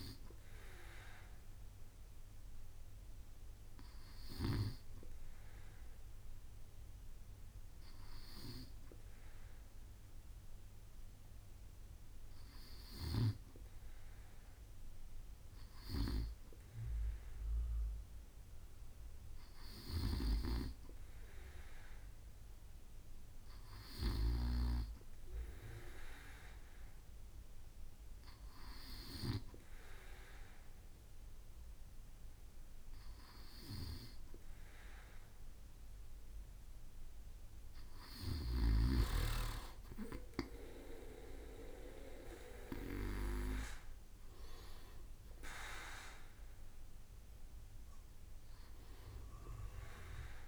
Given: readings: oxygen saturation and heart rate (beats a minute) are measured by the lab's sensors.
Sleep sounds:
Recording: breathing in sleep by a room microphone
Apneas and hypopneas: none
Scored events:
47.00-50.48 s: arousal
From the record:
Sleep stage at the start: N2 (light sleep)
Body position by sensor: on the right side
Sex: male

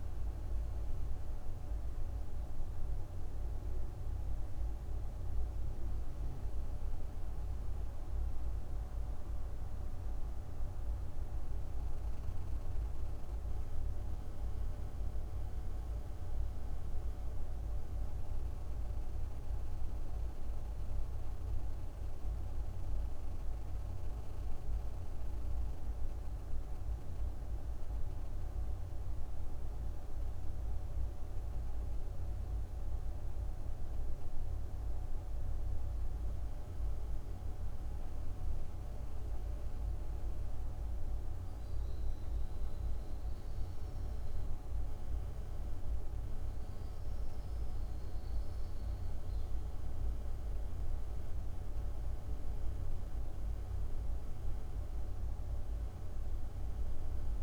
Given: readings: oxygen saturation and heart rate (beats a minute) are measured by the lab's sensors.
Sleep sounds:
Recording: breathing in sleep, hard to hear, by a room microphone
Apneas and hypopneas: none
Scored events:
11.50-22.50 s: oxygen desaturation (device-marked, oxygen 94% before, 91% lowest, heart rate 65 before, 63 extreme)
40.50-57.42 s: new sleep stage, N1 (lightest sleep)
From the record:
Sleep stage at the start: N2 (light sleep)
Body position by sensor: on the back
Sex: female

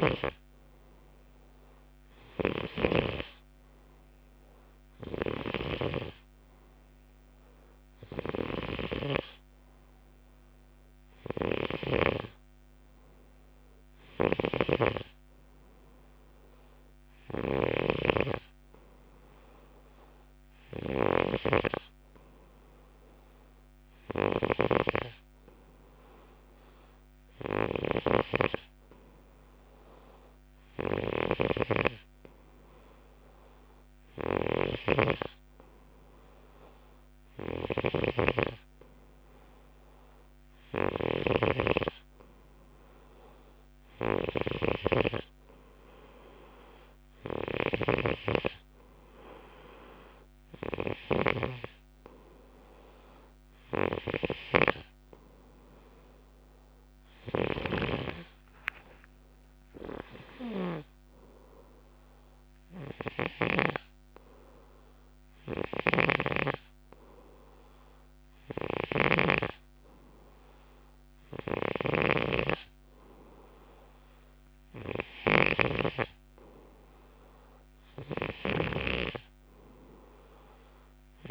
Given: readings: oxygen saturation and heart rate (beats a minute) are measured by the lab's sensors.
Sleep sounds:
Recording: breathing in sleep by a microphone on the trachea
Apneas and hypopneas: none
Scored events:
0.00-6.00 s: snoring (device-marked)
8.00-12.00 s: snoring (device-marked)
14.00-63.50 s: snoring (device-marked)
65.50-81.31 s: snoring (device-marked)
From the record:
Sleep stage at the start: N2 (light sleep)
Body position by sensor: on the left side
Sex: male

